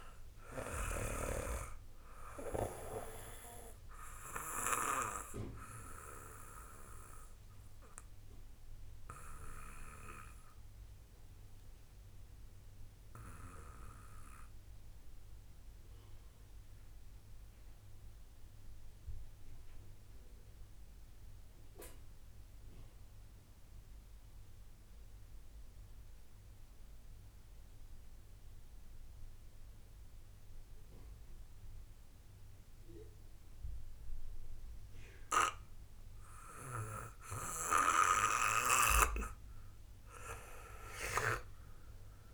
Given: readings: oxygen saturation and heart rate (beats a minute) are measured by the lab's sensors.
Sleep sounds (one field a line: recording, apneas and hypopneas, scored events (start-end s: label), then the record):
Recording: breathing in sleep by a room microphone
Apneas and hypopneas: 1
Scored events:
0.00-20.00 s: oxygen desaturation (device-marked, oxygen 92% lowest, heart rate 27 extreme)
8.50-37.00 s: obstructive apnea (oxygen 97% before, 91% lowest)
35.00-36.00 s: oxygen desaturation (device-marked, oxygen 97% before, 95% lowest)
40.50-42.34 s: arousal
From the record:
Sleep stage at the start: N2 (light sleep)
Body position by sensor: on the back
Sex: male